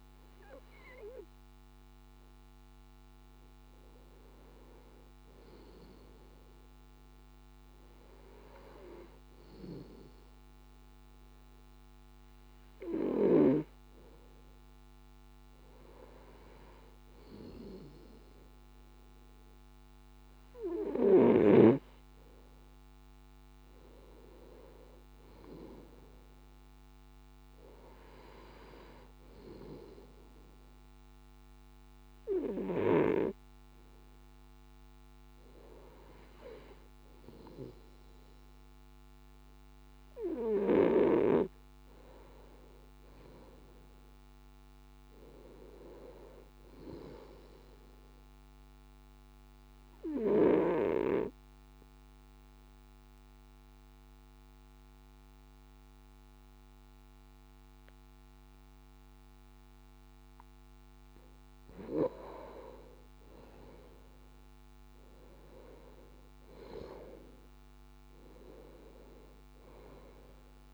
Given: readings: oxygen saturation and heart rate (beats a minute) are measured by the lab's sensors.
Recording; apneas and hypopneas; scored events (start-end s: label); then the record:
breathing in sleep by a microphone on the trachea; 1
49.50-61.00 s: obstructive apnea (oxygen 94% before, 91% lowest, heart rate 56 before, 54 extreme, up 6 after)
63.50-68.50 s: arousal
From the record:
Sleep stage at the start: N2 (light sleep); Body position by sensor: on the left side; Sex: male